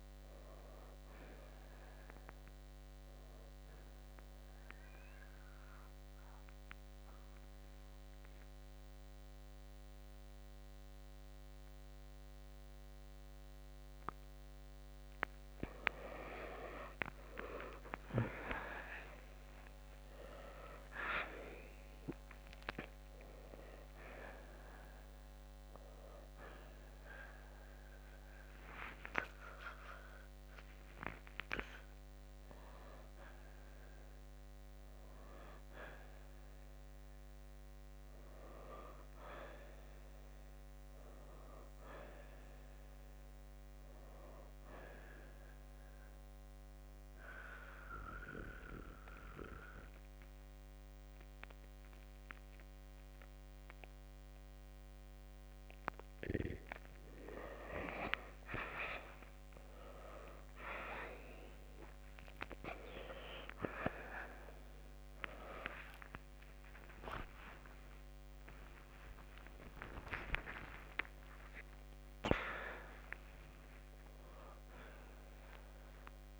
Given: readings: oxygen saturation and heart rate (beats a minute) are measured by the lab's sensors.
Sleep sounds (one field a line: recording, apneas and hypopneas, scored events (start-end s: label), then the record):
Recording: breathing in sleep by a microphone on the trachea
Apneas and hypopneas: 2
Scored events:
0.00-22.00 s: oxygen desaturation (device-marked, oxygen 93% before, 87% lowest, heart rate 63 before, 59 extreme)
5.00-15.50 s: central apnea (oxygen 94% before, 86% lowest, heart rate 64 before, 59 extreme, up 11 after)
18.00-22.00 s: arousal
35.00-49.00 s: oxygen desaturation (device-marked, oxygen 94% before, 86% lowest, heart rate 68 before, 57 extreme)
46.50-57.00 s: central apnea (oxygen 94% before, 84% lowest, heart rate 68 before, 57 extreme, up 13 after)
66.00-76.40 s: new sleep stage, awake
73.00-76.40 s: oxygen desaturation (device-marked, oxygen 94% before, 84% lowest, heart rate 70 before, 63 extreme)
From the record:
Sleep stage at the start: N2 (light sleep)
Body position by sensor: on the right side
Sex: male